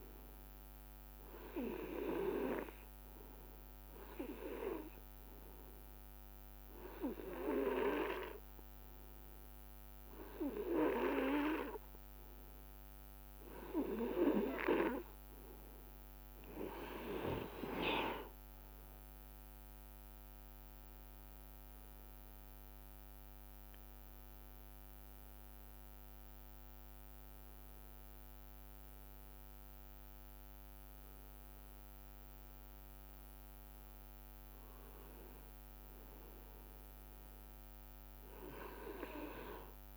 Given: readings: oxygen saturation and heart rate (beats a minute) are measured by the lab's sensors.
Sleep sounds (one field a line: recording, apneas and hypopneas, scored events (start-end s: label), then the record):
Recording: breathing in sleep by a microphone on the trachea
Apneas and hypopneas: none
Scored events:
31.00-33.00 s: long interval between heartbeats (device-marked, heart rate 60 before, 59 extreme)
From the record:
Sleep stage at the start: N2 (light sleep)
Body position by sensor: on the right side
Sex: male